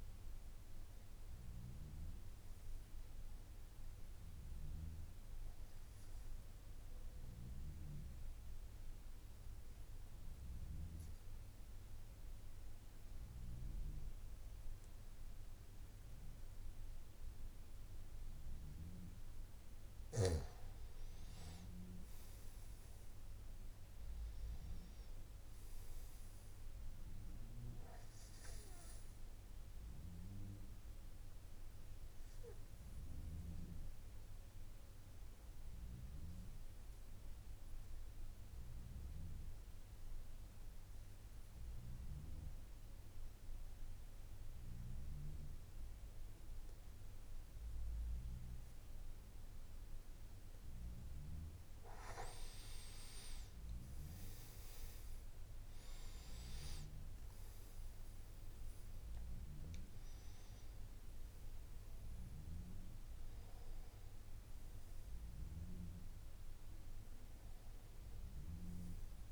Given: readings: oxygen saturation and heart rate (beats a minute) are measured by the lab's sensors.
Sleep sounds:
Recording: breathing in sleep, hard to hear, by a room microphone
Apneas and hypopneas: 2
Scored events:
0.00-18.00 s: oxygen desaturation (device-marked, oxygen 90% lowest, heart rate 52 extreme)
6.00-18.50 s: obstructive apnea (oxygen 97% before, 89% lowest, heart rate 64 before, 52 extreme, up 7 after)
29.00-46.00 s: oxygen desaturation (device-marked, oxygen 98% before, 94% lowest, heart rate 56 before, 52 extreme)
32.00-51.00 s: obstructive apnea (oxygen 98% before, 89% lowest, heart rate 57 before, 53 extreme, up 12 after)
53.00-69.32 s: oxygen desaturation (device-marked, oxygen 97% before, 89% lowest, heart rate 54 before, 53 extreme)
From the record:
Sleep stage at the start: N3 (deep sleep)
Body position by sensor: on the back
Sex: male

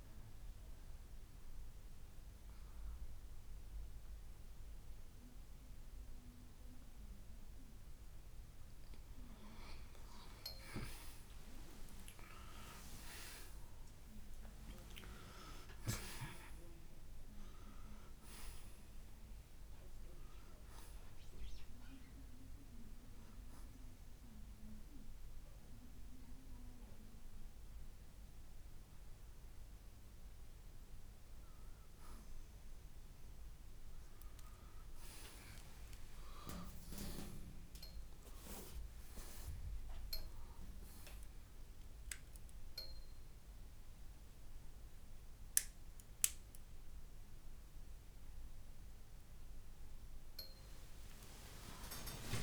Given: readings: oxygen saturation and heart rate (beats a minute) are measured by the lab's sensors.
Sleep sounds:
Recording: a person partly awake in a sleep study, by a room microphone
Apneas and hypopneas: none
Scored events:
0.00-6.00 s: oxygen desaturation (device-marked, oxygen 96% before, 91% lowest, heart rate 65 before, 63 extreme)
21.00-40.00 s: oxygen desaturation (device-marked, oxygen 92% before, 83% lowest, heart rate 71 before, 64 extreme)
33.00-52.43 s: new sleep stage, awake
From the record:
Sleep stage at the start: N1 (lightest sleep)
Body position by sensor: on the right side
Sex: male

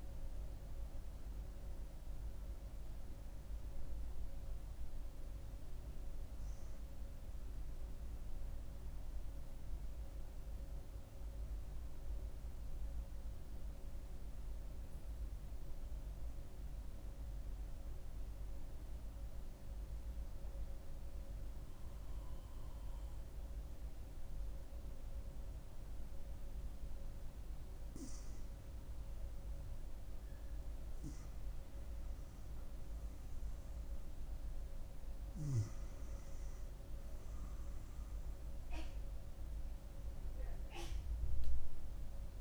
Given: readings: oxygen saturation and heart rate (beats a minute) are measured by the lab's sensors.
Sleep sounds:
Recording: breathing in sleep, hard to hear, by a room microphone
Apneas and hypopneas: 1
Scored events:
12.00-21.00 s: oxygen desaturation (device-marked, oxygen 98% before, 91% lowest, heart rate 75 before, 65 extreme)
12.50-27.00 s: obstructive apnea (oxygen 98% before, 91% lowest, heart rate 75 before, 65 extreme, up 4 after)
30.00-33.50 s: arousal
From the record:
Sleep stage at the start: N1 (lightest sleep)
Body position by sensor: on the front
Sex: female

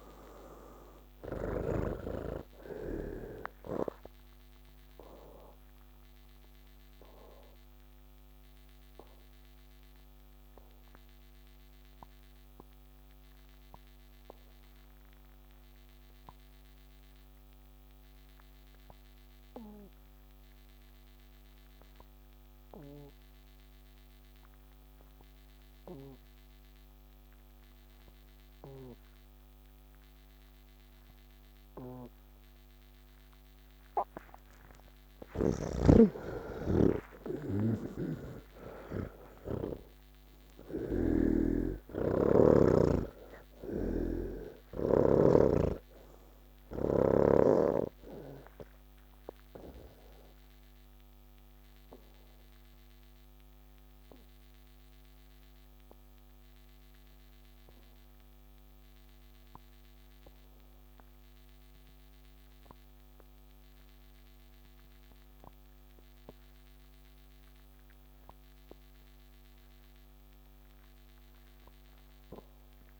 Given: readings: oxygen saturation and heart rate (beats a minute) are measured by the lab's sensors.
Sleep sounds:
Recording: breathing in sleep by a microphone on the trachea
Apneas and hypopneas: 2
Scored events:
0.00-20.00 s: oxygen desaturation (device-marked, oxygen 77% lowest)
4.00-33.50 s: obstructive apnea (oxygen 98% before, 77% lowest)
25.00-60.00 s: oxygen desaturation (device-marked, oxygen 98% before, 78% lowest)
38.00-47.50 s: snoring (device-marked)
44.00-73.00 s: new sleep stage, N2 (light sleep)
49.50-62.00 s: obstructive apnea (oxygen 98% before, 78% lowest, heart rate 93 before, 40 extreme)
70.00-73.00 s: oxygen desaturation (device-marked, oxygen 98% before, 79% lowest, heart rate 85 before, 46 extreme)
From the record:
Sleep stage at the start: N3 (deep sleep)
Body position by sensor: on the back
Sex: male

